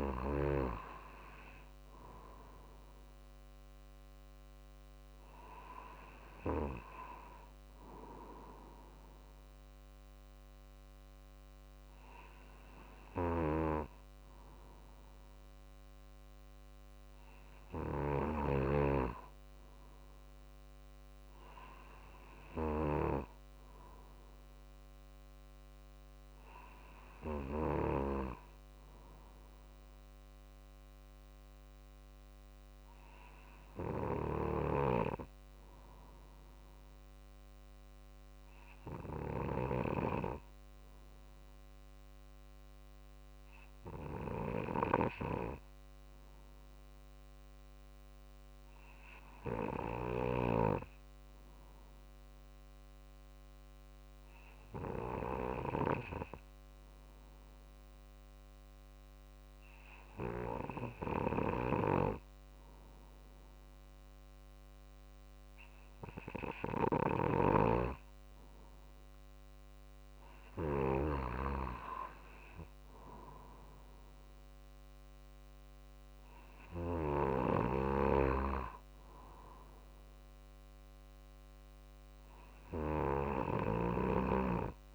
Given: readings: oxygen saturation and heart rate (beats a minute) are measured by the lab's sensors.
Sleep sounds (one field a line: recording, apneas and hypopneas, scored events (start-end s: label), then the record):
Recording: breathing in sleep by a microphone on the trachea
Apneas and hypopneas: 1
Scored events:
38.00-41.50 s: arousal
44.50-65.50 s: obstructive apnea (oxygen 95% before, 94% lowest, heart rate 50 before, 49 extreme, up 2 after)
68.00-72.00 s: arousal
73.00-84.95 s: drop in pulse transit time (device-marked, heart rate 49 before, 49 extreme)
From the record:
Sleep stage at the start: N2 (light sleep)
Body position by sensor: on the right side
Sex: male